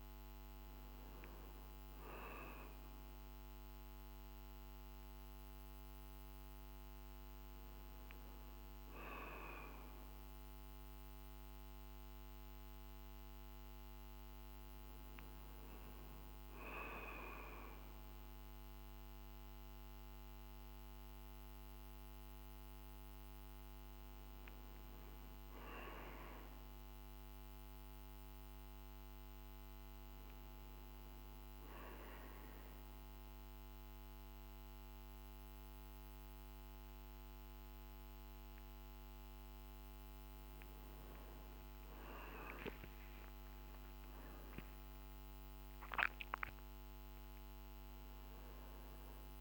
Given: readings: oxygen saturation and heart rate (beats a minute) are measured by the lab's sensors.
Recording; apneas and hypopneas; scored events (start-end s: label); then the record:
breathing in sleep by a microphone on the trachea; none
42.00-45.50 s: arousal
From the record:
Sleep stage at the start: N1 (lightest sleep); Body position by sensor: on the back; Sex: male